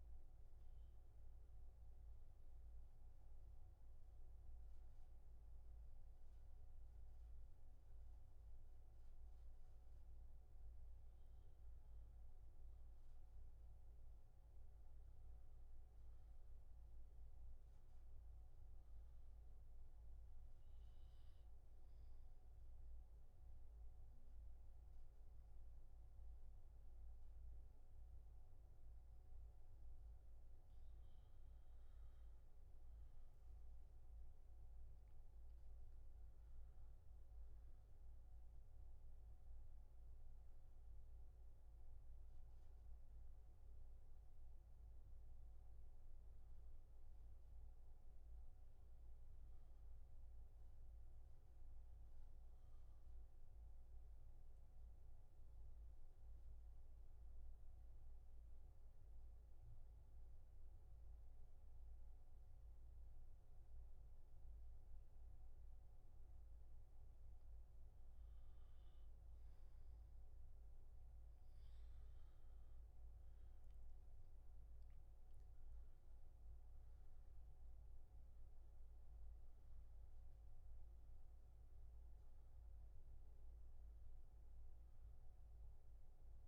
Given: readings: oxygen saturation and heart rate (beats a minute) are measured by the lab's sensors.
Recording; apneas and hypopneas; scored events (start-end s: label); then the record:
breathing in sleep, hard to hear, by a room microphone; 3
0.00-6.50 s: oxygen desaturation (device-marked, oxygen 93% lowest, heart rate 64 extreme)
2.00-12.00 s: obstructive apnea (oxygen 97% before, 90% lowest, heart rate 69 before, 64 extreme, up 8 after)
13.50-16.50 s: arousal
15.50-31.50 s: oxygen desaturation (device-marked, oxygen 95% before, 90% lowest, heart rate 67 before, 69 extreme)
22.00-32.00 s: obstructive apnea (oxygen 95% before, 88% lowest, heart rate 68 before, 69 extreme, up 11 after)
34.50-37.50 s: arousal
37.50-50.50 s: oxygen desaturation (device-marked, oxygen 96% before, 91% lowest, heart rate 73 before, 62 extreme)
55.50-66.50 s: obstructive apnea (oxygen 97% before, 88% lowest, heart rate 77 before, 62 extreme, up 9 after)
69.00-73.00 s: arousal
69.50-86.48 s: oxygen desaturation (device-marked, oxygen 96% before, 88% lowest, heart rate 70 before, 72 extreme)
From the record:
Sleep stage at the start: N2 (light sleep); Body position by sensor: on the back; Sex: male